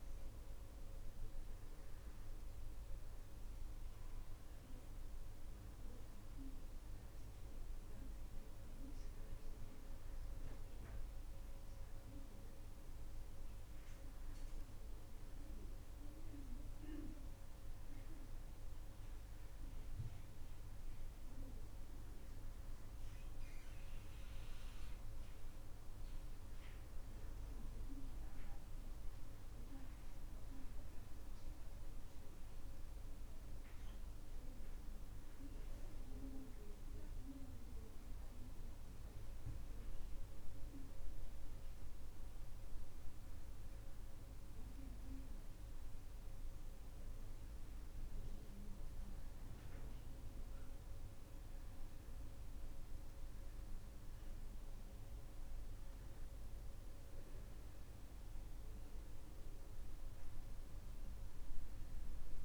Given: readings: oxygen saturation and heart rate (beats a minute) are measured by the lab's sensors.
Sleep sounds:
a person awake in a sleep study, hard to hear, by a room microphone; none
none scored
From the record:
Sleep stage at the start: awake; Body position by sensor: on the back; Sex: male

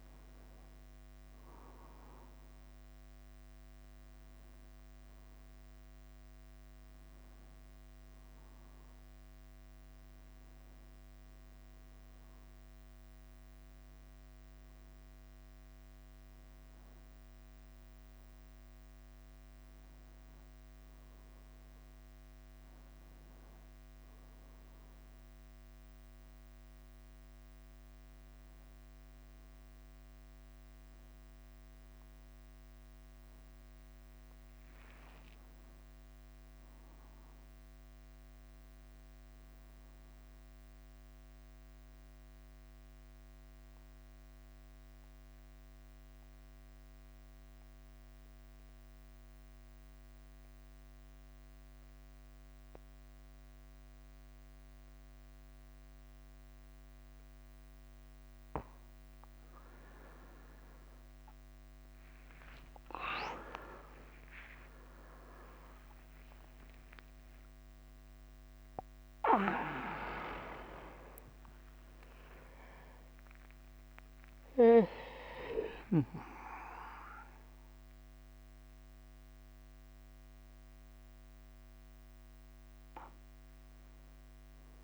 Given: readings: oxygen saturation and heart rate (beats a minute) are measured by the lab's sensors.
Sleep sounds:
breathing in sleep by a microphone on the trachea; 1
0.00-1.50 s: arousal
1.50-3.50 s: long interval between heartbeats (device-marked, heart rate 56 before, 76 extreme)
4.00-72.00 s: bradycardia (device-marked, heart rate 51 before, 49 extreme)
22.00-82.00 s: new sleep stage, N2 (light sleep)
43.00-59.50 s: mixed apnea (oxygen 98% before, 92% lowest, heart rate 51 before, 49 extreme, up 5 after)
60.00-77.00 s: oxygen desaturation (device-marked, oxygen 97% before, 93% lowest, heart rate 50 before, 51 extreme)
62.00-69.00 s: arousal
81.00-83.00 s: long interval between heartbeats (device-marked, heart rate 57 before, 63 extreme)
82.00-84.84 s: new sleep stage, N1 (lightest sleep)
From the record:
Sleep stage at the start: N1 (lightest sleep); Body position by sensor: on the back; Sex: male

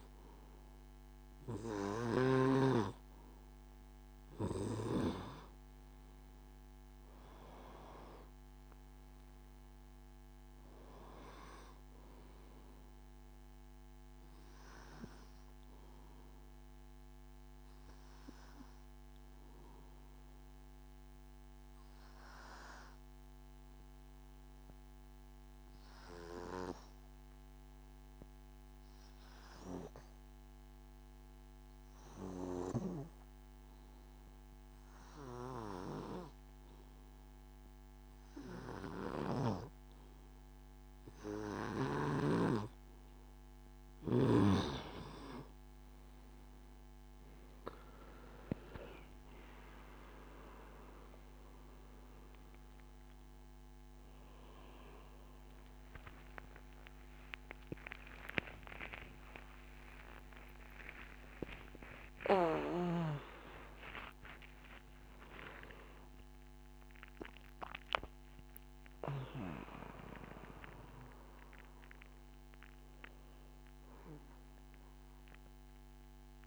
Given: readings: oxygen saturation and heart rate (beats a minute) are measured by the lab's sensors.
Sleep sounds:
a person partly awake in a sleep study, by a microphone on the trachea; 1
0.00-29.50 s: oxygen desaturation (device-marked, oxygen 91% lowest, heart rate 67 extreme)
19.00-42.50 s: obstructive apnea (oxygen 97% before, 89% lowest, heart rate 73 before, 67 extreme, up 6 after)
36.50-64.50 s: oxygen desaturation (device-marked, oxygen 98% before, 89% lowest, heart rate 69 before, 69 extreme)
54.50-76.46 s: new sleep stage, awake
From the record:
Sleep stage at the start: N2 (light sleep); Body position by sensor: on the back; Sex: male

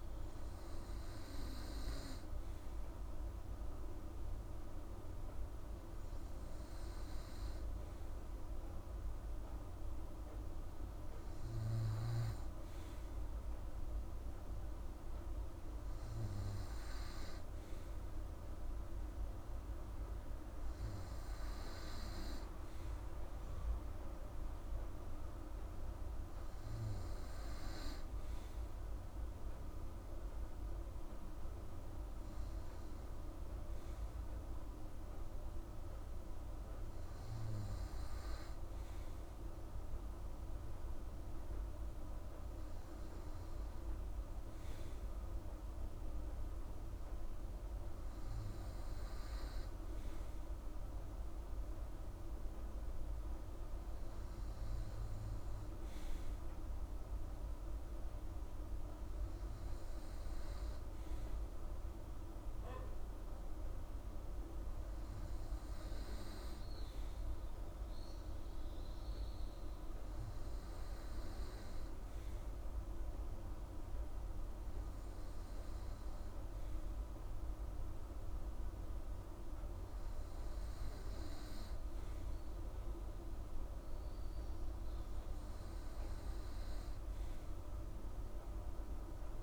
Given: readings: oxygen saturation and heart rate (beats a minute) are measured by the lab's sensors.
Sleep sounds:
breathing in sleep, hard to hear, by a room microphone; none
none scored
From the record:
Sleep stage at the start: N2 (light sleep); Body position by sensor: on the right side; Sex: female

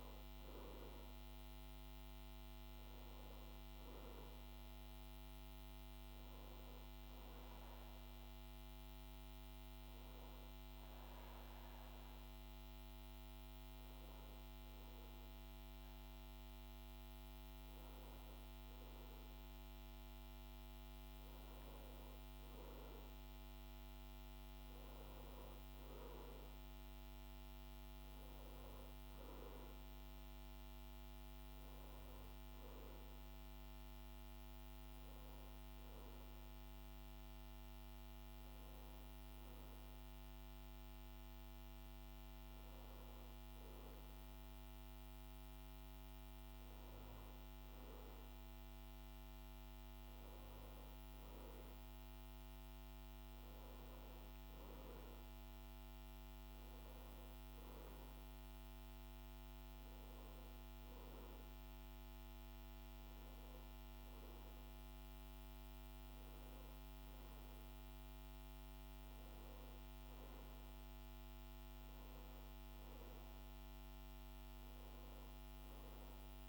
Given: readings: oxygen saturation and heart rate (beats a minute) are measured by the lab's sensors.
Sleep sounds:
breathing in sleep, hard to hear, by a microphone on the trachea; none
69.50-76.49 s: new sleep stage, N2 (light sleep)
From the record:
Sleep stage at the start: N1 (lightest sleep); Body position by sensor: on the back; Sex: male

